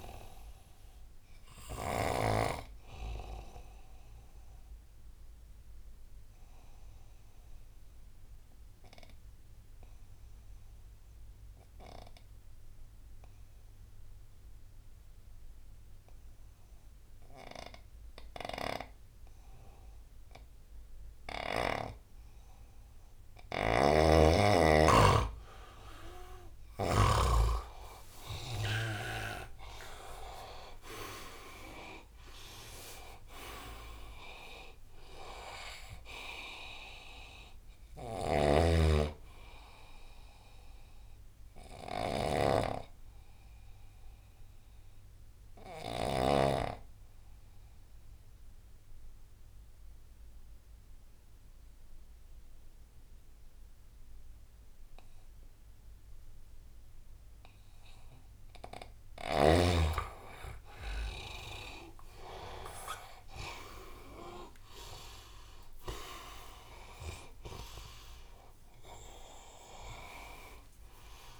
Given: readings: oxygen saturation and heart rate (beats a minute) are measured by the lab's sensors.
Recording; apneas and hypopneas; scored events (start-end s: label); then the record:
breathing in sleep by a room microphone; 2
0.00-2.00 s: snoring (device-marked)
0.00-13.50 s: oxygen desaturation (device-marked, oxygen 93% lowest, heart rate 66 extreme)
2.50-20.50 s: obstructive apnea (oxygen 99% before, 91% lowest, heart rate 82 before, 66 extreme, up 0 after)
23.00-27.00 s: snoring (device-marked)
25.50-51.50 s: oxygen desaturation (device-marked, oxygen 98% before, 91% lowest, heart rate 74 before, 67 extreme)
28.00-33.00 s: arousal
36.50-57.50 s: obstructive apnea (oxygen 98% before, 90% lowest, heart rate 72 before, 67 extreme, up 9 after)
37.50-46.00 s: snoring (device-marked)
62.50-68.00 s: arousal
63.50-71.40 s: oxygen desaturation (device-marked, oxygen 98% before, 93% lowest, heart rate 79 before, 73 extreme)
From the record:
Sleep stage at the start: N2 (light sleep); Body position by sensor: on the right side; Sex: male